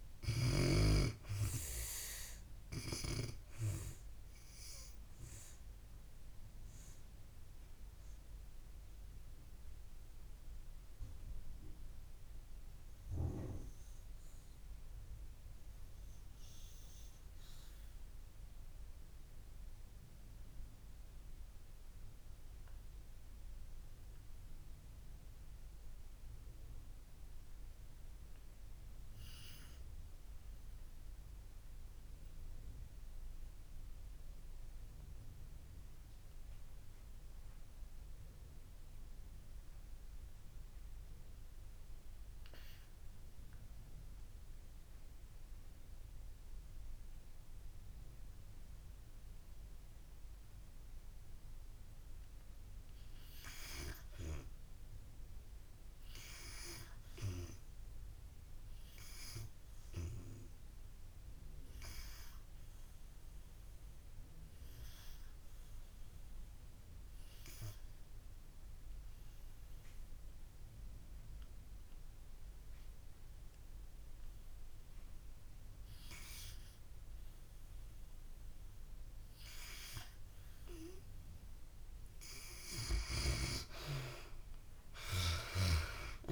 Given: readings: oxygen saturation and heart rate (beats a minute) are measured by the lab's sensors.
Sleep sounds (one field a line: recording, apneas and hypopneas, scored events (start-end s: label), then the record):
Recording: breathing in sleep by a room microphone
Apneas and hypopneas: 2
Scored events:
0.00-23.00 s: oxygen desaturation (device-marked, oxygen 96% before, 80% lowest)
7.00-52.50 s: obstructive apnea (oxygen 96% before, 55% lowest)
31.00-82.00 s: oxygen desaturation (device-marked, oxygen 93% before, 59% lowest)
55.00-57.50 s: arousal
63.00-81.00 s: obstructive apnea (oxygen 88% before, 55% lowest)
83.00-86.00 s: arousal
From the record:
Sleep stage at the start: N2 (light sleep)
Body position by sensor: on the back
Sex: female